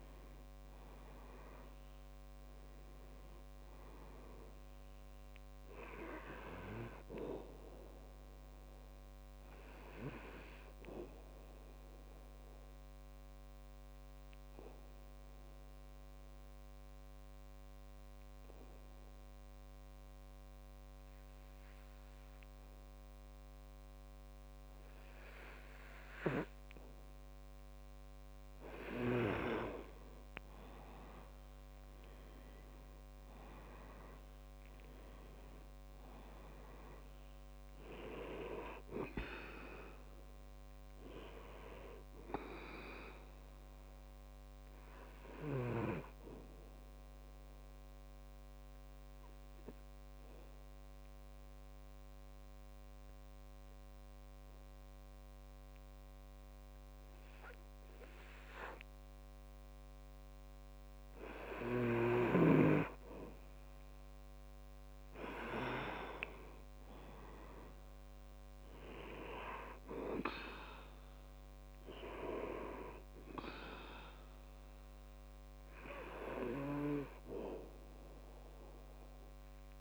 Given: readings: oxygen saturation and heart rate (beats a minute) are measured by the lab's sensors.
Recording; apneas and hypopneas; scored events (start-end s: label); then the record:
breathing in sleep by a microphone on the trachea; 2
8.00-21.00 s: oxygen desaturation (device-marked, oxygen 99% before, 93% lowest, heart rate 66 before, 63 extreme)
10.00-28.00 s: obstructive apnea (oxygen 99% before, 91% lowest, heart rate 67 before, 64 extreme, up 5 after)
32.00-36.00 s: arousal
32.00-57.00 s: oxygen desaturation (device-marked, oxygen 98% before, 91% lowest, heart rate 66 before, 64 extreme)
44.00-61.00 s: obstructive apnea (oxygen 98% before, 91% lowest, heart rate 70 before, 64 extreme, up 3 after)
62.50-66.00 s: arousal
73.00-79.81 s: oxygen desaturation (device-marked, oxygen 98% before, 93% lowest, heart rate 66 before, 64 extreme)
From the record:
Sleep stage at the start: N2 (light sleep); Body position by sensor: on the back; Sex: male